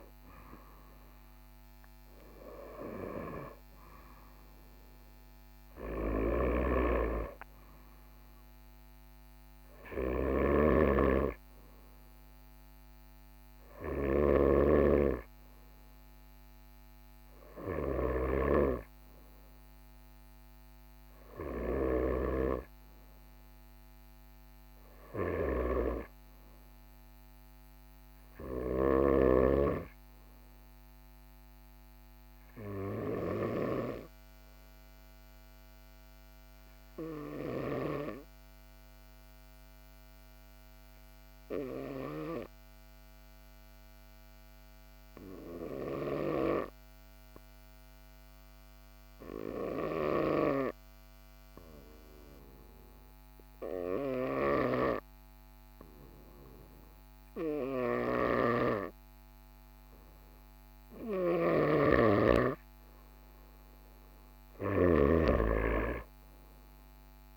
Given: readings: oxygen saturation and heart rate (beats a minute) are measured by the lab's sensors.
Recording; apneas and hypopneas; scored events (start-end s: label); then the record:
breathing in sleep by a microphone on the trachea; 1
10.50-18.50 s: snoring (device-marked)
33.00-61.50 s: obstructive apnea (oxygen 99% before, 93% lowest, heart rate 43 before, 42 extreme, up 3 after)
61.00-65.00 s: snoring (device-marked)
63.00-67.00 s: arousal
64.00-67.37 s: oxygen desaturation (device-marked, oxygen 97% before, 93% lowest, heart rate 43 before, 42 extreme)
From the record:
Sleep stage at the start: N2 (light sleep); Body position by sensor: on the right side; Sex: male